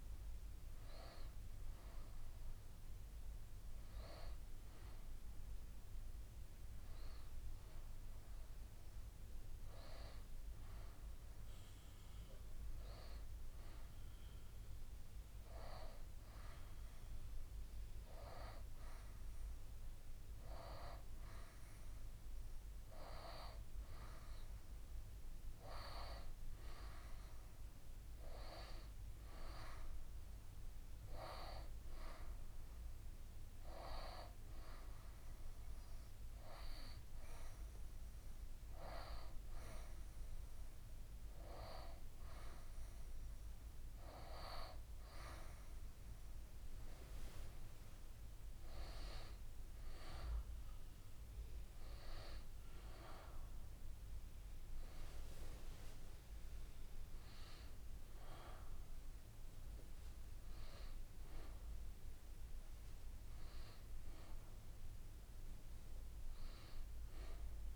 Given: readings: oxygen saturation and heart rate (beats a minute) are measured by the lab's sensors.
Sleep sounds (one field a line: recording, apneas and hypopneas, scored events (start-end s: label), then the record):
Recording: breathing in sleep by a room microphone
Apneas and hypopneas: 1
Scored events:
26.00-30.00 s: arousal
34.50-46.00 s: hypopnea (oxygen 93% before, 90% lowest, heart rate 76 before, 73 extreme, up 4 after)
48.00-52.50 s: arousal
From the record:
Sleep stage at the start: N1 (lightest sleep)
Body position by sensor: on the right side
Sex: female